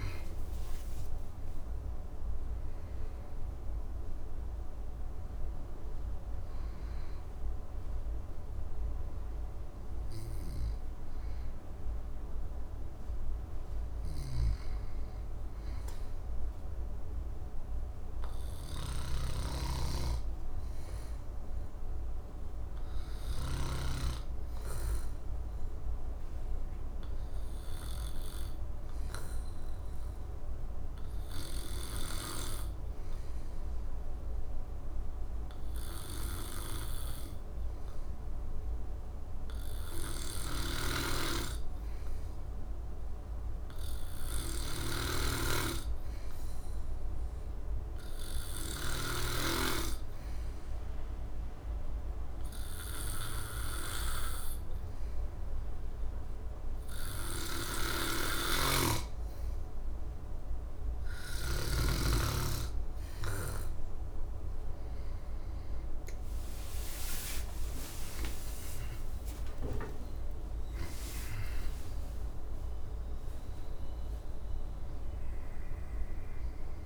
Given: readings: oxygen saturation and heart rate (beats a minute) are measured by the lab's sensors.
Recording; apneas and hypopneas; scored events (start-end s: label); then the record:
breathing in sleep by a room microphone; 1
18.50-23.50 s: snoring (device-marked)
26.00-59.00 s: hypopnea (oxygen 99% before, 91% lowest, heart rate 71 before, 68 extreme, up 7 after)
40.50-49.00 s: snoring (device-marked)
45.00-76.86 s: oxygen desaturation (device-marked, oxygen 98% before, 91% lowest, heart rate 70 before, 65 extreme)
58.00-61.50 s: snoring (device-marked)
66.00-71.00 s: arousal
67.50-71.00 s: snoring (device-marked)
From the record:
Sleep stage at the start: N2 (light sleep); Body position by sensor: on the back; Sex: male